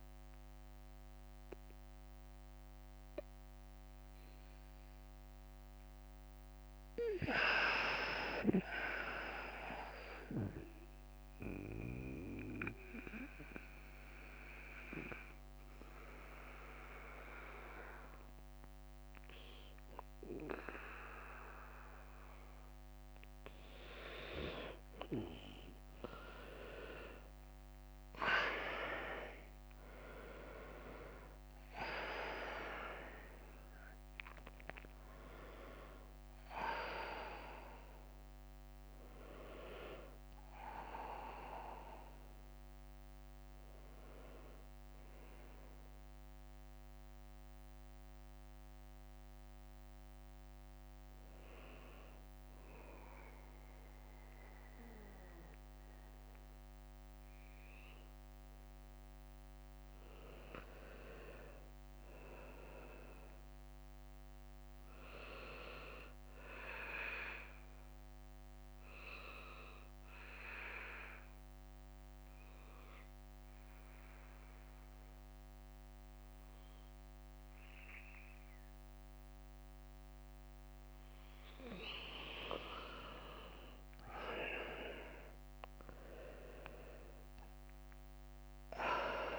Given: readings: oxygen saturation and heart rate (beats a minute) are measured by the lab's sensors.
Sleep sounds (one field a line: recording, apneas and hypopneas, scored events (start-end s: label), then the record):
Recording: breathing in sleep by a microphone on the trachea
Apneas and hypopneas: 3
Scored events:
0.00-6.50 s: bradycardia (device-marked, heart rate 56 extreme)
0.00-15.50 s: oxygen desaturation (device-marked, oxygen 91% lowest, heart rate 56 extreme)
0.00-17.50 s: drop in pulse transit time (device-marked, heart rate 56 extreme)
9.50-23.00 s: mixed apnea (oxygen 99% before, 92% lowest, heart rate 61 before, 59 extreme, up 4 after)
21.50-23.50 s: bradycardia (device-marked, heart rate 68 before, 60 extreme)
26.50-53.50 s: oxygen desaturation (device-marked, oxygen 99% before, 92% lowest, heart rate 60 before, 57 extreme)
28.00-33.00 s: arousal
28.00-33.50 s: leg movement (device-marked)
45.00-56.50 s: hypopnea (oxygen 99% before, 92% lowest, heart rate 64 before, 57 extreme, up 2 after)
52.50-58.50 s: bradycardia (device-marked, heart rate 65 before, 59 extreme)
58.50-61.50 s: arousal
63.50-80.50 s: bradycardia (device-marked, heart rate 65 before, 57 extreme)
64.50-78.50 s: oxygen desaturation (device-marked, oxygen 99% before, 93% lowest, heart rate 60 before, 57 extreme)
67.00-81.00 s: obstructive apnea (oxygen 99% before, 91% lowest, heart rate 60 before, 57 extreme, up 7 after)
83.50-88.50 s: arousal
From the record:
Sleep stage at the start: N2 (light sleep)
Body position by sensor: on the back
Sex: male